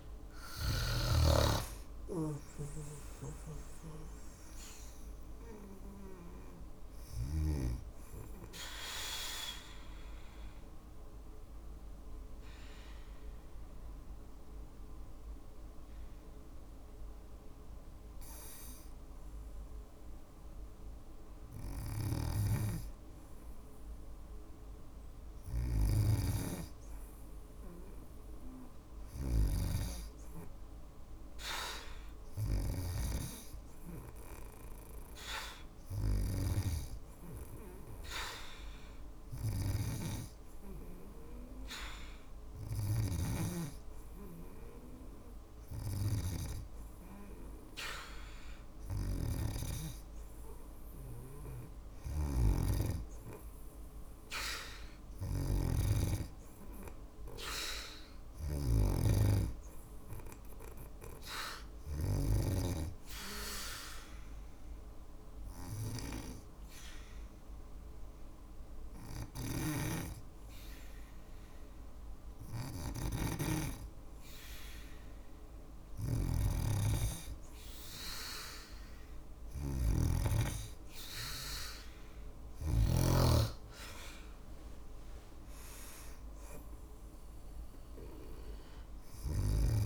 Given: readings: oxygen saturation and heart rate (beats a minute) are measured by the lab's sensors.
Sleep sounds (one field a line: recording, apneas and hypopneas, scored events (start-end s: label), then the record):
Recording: breathing in sleep by a room microphone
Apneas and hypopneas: 2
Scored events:
8.50-19.50 s: obstructive apnea (oxygen 97% before, 94% lowest, heart rate 57 before, 53 extreme, up 1 after)
21.00-25.50 s: snoring (device-marked)
22.00-25.00 s: arousal
38.50-42.50 s: snoring (device-marked)
51.00-61.50 s: snoring (device-marked)
63.50-74.00 s: obstructive apnea (oxygen 96% before, 93% lowest, heart rate 58 before, 54 extreme, up 2 after)
68.50-82.00 s: snoring (device-marked)
83.50-87.50 s: arousal
From the record:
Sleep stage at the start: N2 (light sleep)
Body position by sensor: on the back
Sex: female